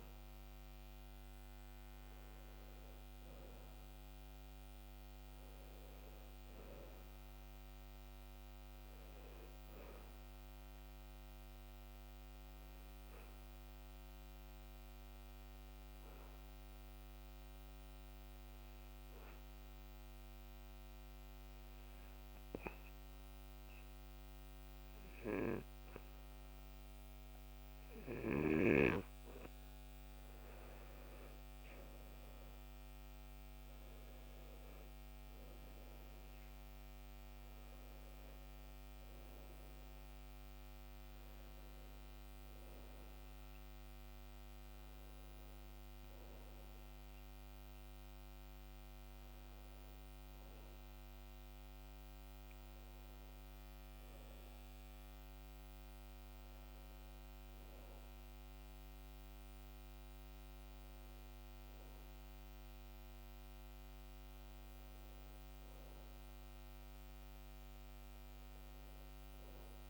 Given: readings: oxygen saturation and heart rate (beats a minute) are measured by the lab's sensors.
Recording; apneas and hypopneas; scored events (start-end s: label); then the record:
breathing in sleep, hard to hear, by a microphone on the trachea; 1
12.00-28.50 s: obstructive apnea (oxygen 97% before, 91% lowest, heart rate 66 before, 62 extreme, up 8 after)
29.50-33.00 s: arousal
From the record:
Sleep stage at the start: N2 (light sleep); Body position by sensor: on the back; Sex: male